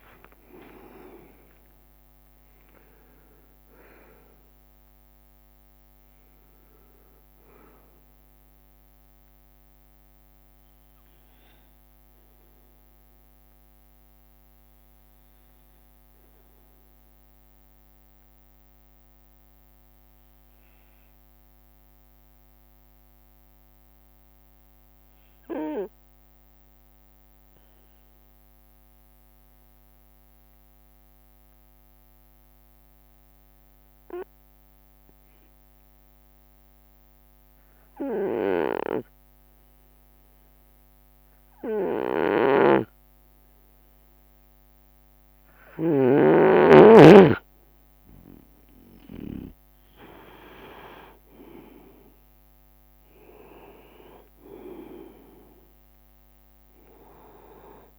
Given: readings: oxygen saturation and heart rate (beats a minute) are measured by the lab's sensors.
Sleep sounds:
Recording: breathing in sleep by a microphone on the trachea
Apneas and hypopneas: 1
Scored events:
0.00-3.00 s: arousal
0.00-3.50 s: leg movement (device-marked)
0.00-8.00 s: bradycardia (device-marked)
8.00-26.00 s: tachycardia (device-marked)
17.00-44.00 s: obstructive apnea (oxygen 96% before, 92% lowest)
32.00-57.98 s: bradycardia (device-marked)
32.50-34.50 s: long interval between heartbeats (device-marked)
35.50-36.50 s: leg movement (device-marked)
35.50-37.50 s: long interval between heartbeats (device-marked)
42.50-46.50 s: snoring (device-marked)
43.50-46.50 s: leg movement (device-marked)
44.00-57.98 s: oxygen desaturation (device-marked, oxygen 98% before, 92% lowest)
48.00-57.50 s: leg movement (device-marked)
49.00-51.00 s: long interval between heartbeats (device-marked)
49.00-54.00 s: arousal
From the record:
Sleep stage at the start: N2 (light sleep)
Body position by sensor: on the right side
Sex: male

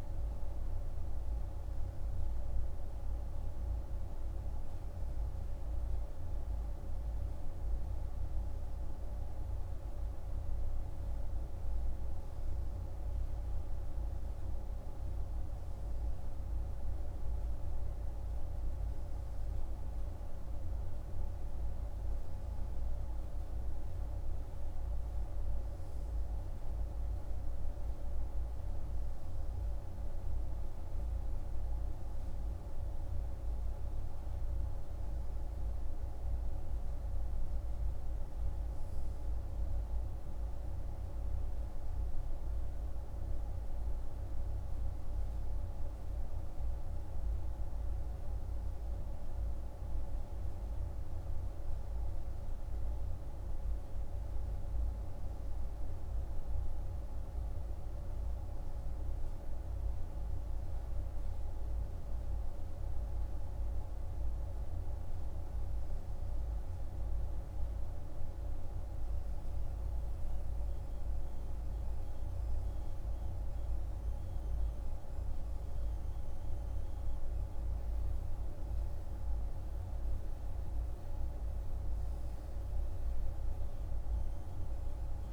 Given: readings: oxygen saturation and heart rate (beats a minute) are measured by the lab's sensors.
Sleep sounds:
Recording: breathing in sleep, hard to hear, by a room microphone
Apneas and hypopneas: none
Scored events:
none scored
From the record:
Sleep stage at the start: N3 (deep sleep)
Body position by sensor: on the right side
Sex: male

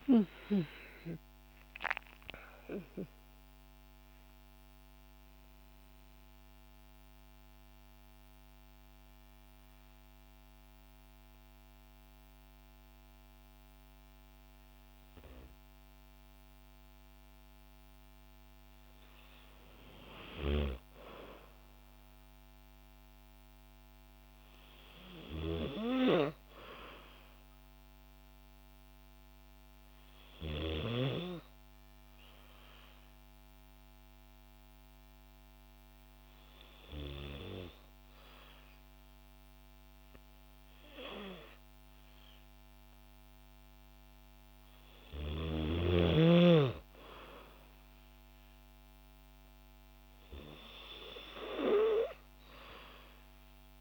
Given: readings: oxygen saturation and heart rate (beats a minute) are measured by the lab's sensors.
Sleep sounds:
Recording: breathing in sleep by a microphone on the trachea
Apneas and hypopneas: 2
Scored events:
0.00-1.50 s: arousal
3.00-17.50 s: mixed apnea (oxygen 95% before, 93% lowest, heart rate 56 before, 54 extreme, up 4 after)
21.00-24.50 s: arousal
27.00-40.00 s: oxygen desaturation (device-marked, oxygen 97% before, 94% lowest, heart rate 57 before, 56 extreme)
32.50-44.50 s: hypopnea (oxygen 97% before, 92% lowest, heart rate 56 before, 56 extreme, up 3 after)
48.00-51.00 s: arousal
From the record:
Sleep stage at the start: N2 (light sleep)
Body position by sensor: on the back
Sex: female

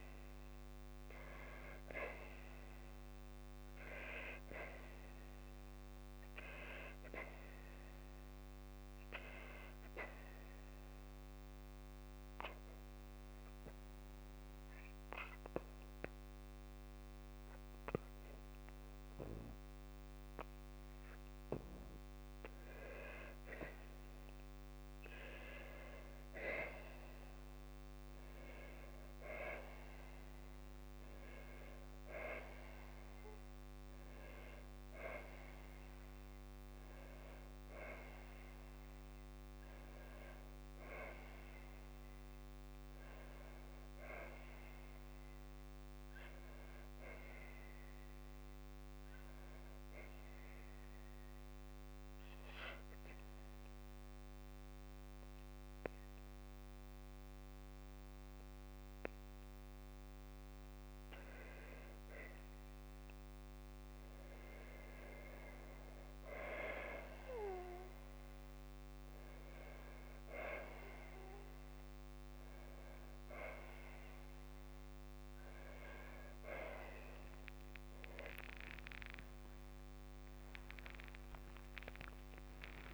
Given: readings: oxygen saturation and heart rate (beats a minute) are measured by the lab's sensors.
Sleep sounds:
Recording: a person partly awake in a sleep study, by a microphone on the trachea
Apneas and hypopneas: none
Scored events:
9.00-11.00 s: long interval between heartbeats (device-marked, heart rate 59 before, 69 extreme)
52.50-82.94 s: new sleep stage, awake
73.00-75.00 s: long interval between heartbeats (device-marked, heart rate 58 before, 70 extreme)
74.50-82.94 s: tachycardia (device-marked, heart rate 70 before, 174 extreme)
75.00-77.00 s: long interval between heartbeats (device-marked, heart rate 59 before, 78 extreme)
79.50-81.50 s: long interval between heartbeats (device-marked, heart rate 69 before, 139 extreme)
From the record:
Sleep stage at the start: N2 (light sleep)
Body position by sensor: on the back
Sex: female

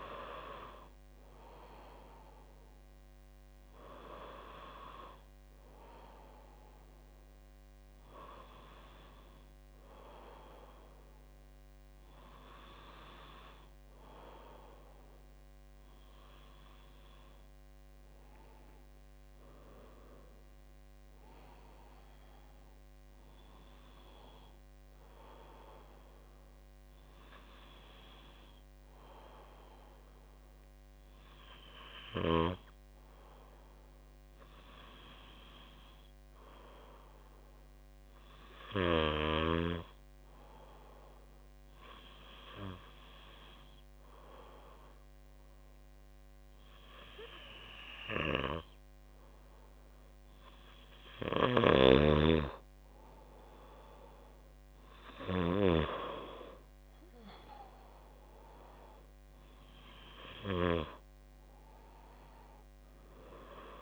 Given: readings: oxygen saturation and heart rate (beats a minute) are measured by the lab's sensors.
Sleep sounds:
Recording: breathing in sleep by a microphone on the trachea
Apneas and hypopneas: 1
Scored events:
16.50-21.00 s: arousal
29.00-50.00 s: hypopnea (oxygen 98% before, 96% lowest, heart rate 50 before, 49 extreme, up 4 after)
51.00-55.50 s: snoring (device-marked)
53.00-58.50 s: arousal
From the record:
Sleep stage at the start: N2 (light sleep)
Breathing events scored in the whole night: 100 in 8.2 hours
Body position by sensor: on the back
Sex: female

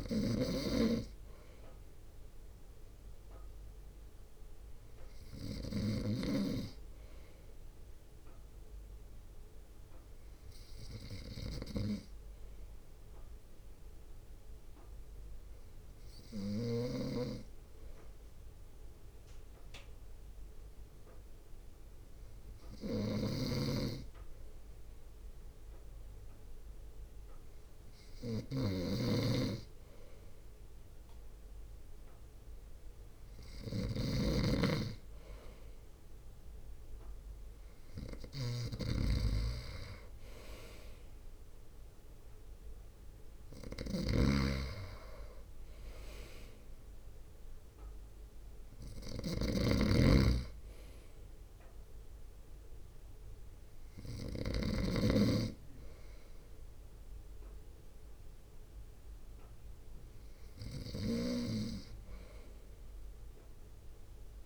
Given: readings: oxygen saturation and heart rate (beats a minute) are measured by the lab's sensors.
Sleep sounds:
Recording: breathing in sleep by a room microphone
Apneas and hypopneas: 1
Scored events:
0.00-6.00 s: snoring (device-marked)
14.00-32.50 s: hypopnea (oxygen 95% before, 94% lowest, heart rate 59 before, 55 extreme, up 3 after)
23.00-55.00 s: snoring (device-marked)
35.00-38.00 s: arousal
40.50-60.50 s: drop in pulse transit time (device-marked, heart rate 59 before, 55 extreme)
61.00-64.46 s: snoring (device-marked)
From the record:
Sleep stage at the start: N2 (light sleep)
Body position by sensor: on the front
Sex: male

